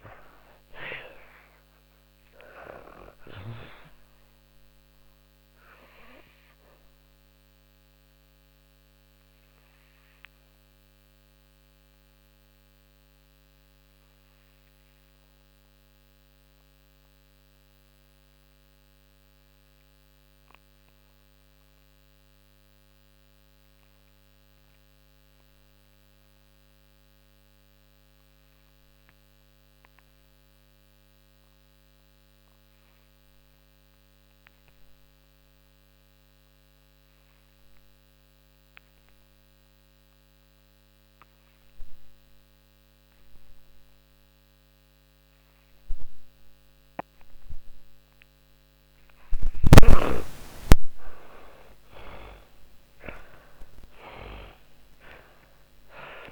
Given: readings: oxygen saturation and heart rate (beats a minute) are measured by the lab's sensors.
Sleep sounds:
breathing in sleep by a microphone on the trachea; 1
0.00-24.00 s: oxygen desaturation (device-marked, oxygen 79% lowest, heart rate 39 extreme)
4.00-46.00 s: obstructive apnea (oxygen 98% before, 75% lowest, heart rate 70 before, 39 extreme)
39.00-56.32 s: oxygen desaturation (device-marked, oxygen 99% before, 75% lowest, heart rate 50 before, 43 extreme)
49.00-55.00 s: arousal
From the record:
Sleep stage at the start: N2 (light sleep); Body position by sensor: on the back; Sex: female

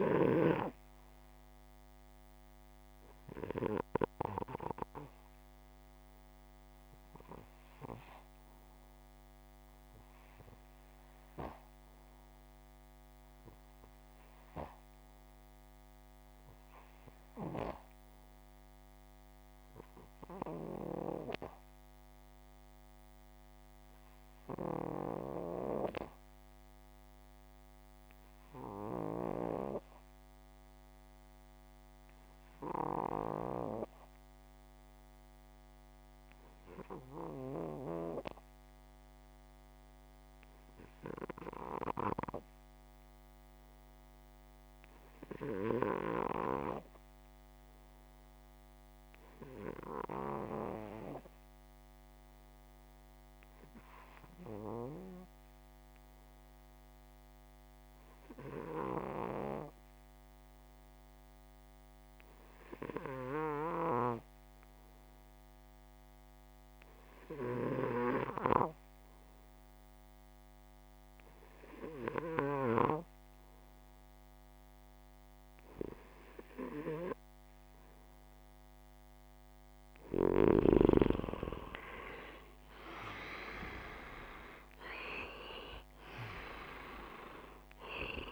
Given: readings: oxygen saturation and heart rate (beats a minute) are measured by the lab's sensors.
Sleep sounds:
breathing in sleep by a microphone on the trachea; 1
0.50-88.32 s: new sleep stage, REM sleep
9.00-69.00 s: hypopnea (oxygen 97% before, 88% lowest, heart rate 59 before, 55 extreme, up 2 after)
71.50-76.00 s: arousal
From the record:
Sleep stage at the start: N2 (light sleep); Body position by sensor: upright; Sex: male

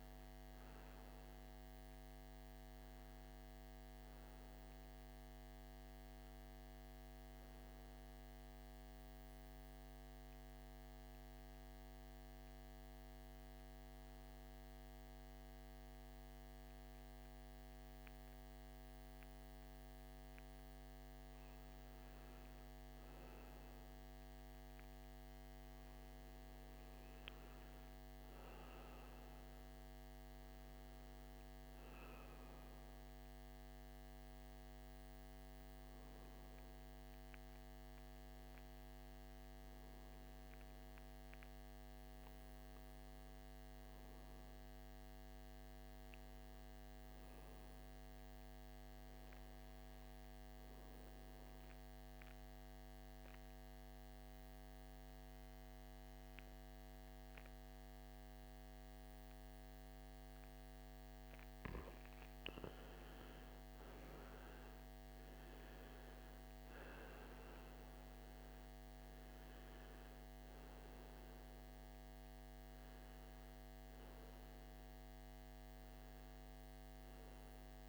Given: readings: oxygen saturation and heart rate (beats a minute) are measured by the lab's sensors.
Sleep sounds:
breathing in sleep, hard to hear, by a microphone on the trachea; 2
8.00-20.50 s: obstructive apnea (oxygen 99% before, 87% lowest, heart rate 79 before, 53 extreme, up 7 after)
22.50-26.50 s: arousal
24.50-45.50 s: oxygen desaturation (device-marked, oxygen 98% before, 92% lowest, heart rate 56 before, 59 extreme)
24.50-77.89 s: new sleep stage, N2 (light sleep)
51.00-61.00 s: obstructive apnea (oxygen 98% before, 87% lowest, heart rate 62 before, 53 extreme, up 11 after)
62.50-66.00 s: arousal
67.50-77.89 s: oxygen desaturation (device-marked, oxygen 94% before, 87% lowest, heart rate 61 before, 53 extreme)
From the record:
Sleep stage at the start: N1 (lightest sleep); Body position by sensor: on the back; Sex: male

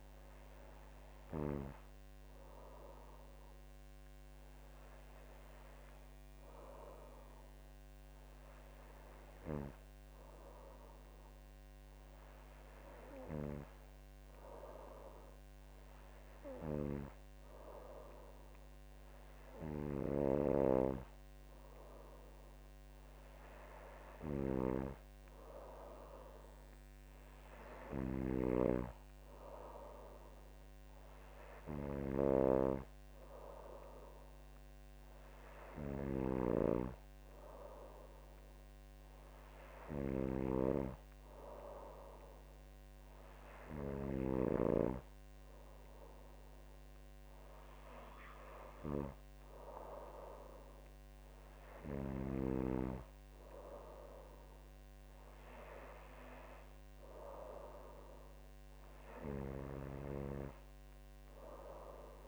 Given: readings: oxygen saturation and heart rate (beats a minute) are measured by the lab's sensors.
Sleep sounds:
breathing in sleep by a microphone on the trachea; none
none scored
From the record:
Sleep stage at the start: N2 (light sleep); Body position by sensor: on the back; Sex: female

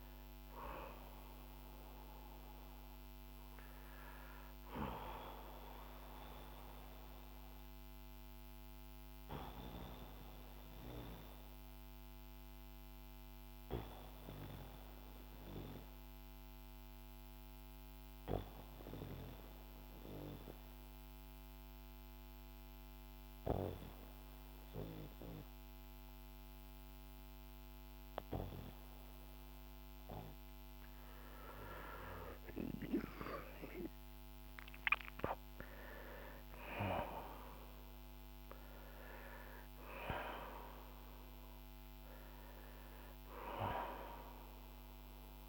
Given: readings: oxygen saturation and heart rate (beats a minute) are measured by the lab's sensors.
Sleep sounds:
breathing in sleep by a microphone on the trachea; 1
0.00-18.50 s: oxygen desaturation (device-marked, oxygen 93% lowest, heart rate 52 extreme)
7.50-31.00 s: obstructive apnea (oxygen 98% before, 89% lowest, heart rate 55 before, 50 extreme, up 17 after)
32.50-36.00 s: arousal
34.50-45.49 s: oxygen desaturation (device-marked, oxygen 95% before, 89% lowest, heart rate 54 before, 46 extreme)
From the record:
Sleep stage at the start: N2 (light sleep); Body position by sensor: on the back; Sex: male

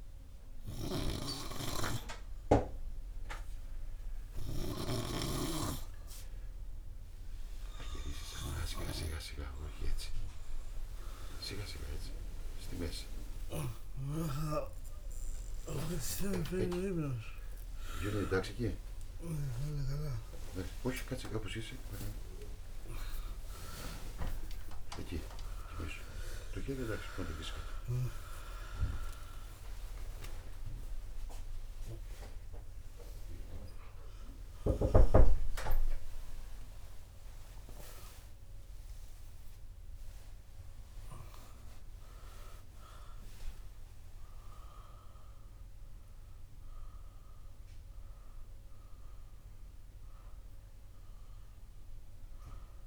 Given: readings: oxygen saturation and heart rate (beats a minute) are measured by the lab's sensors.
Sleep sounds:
a person awake in a sleep study, by a room microphone; none
6.00-36.00 s: new sleep stage, awake
16.00-26.00 s: oxygen desaturation (device-marked, oxygen 98% before, 95% lowest, heart rate 84 before, 83 extreme)
36.00-52.87 s: new sleep stage, N1 (lightest sleep)
From the record:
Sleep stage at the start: N3 (deep sleep); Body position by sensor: on the right side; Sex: male

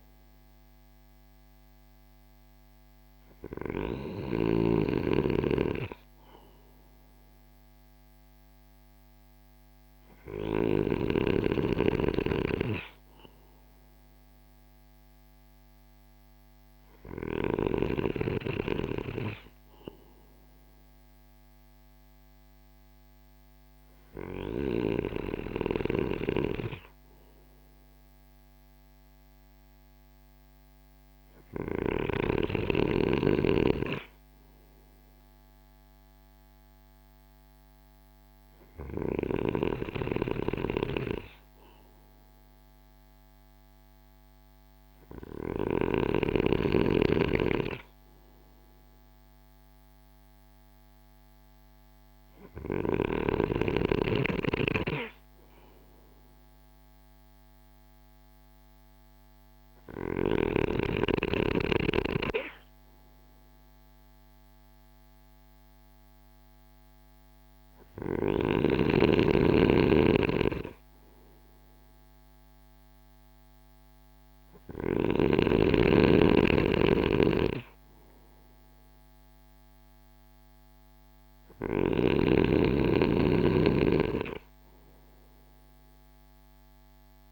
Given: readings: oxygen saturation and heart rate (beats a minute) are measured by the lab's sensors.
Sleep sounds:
breathing in sleep by a microphone on the trachea; none
3.50-10.00 s: snoring (device-marked)
From the record:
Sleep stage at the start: N3 (deep sleep); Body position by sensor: on the right side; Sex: male

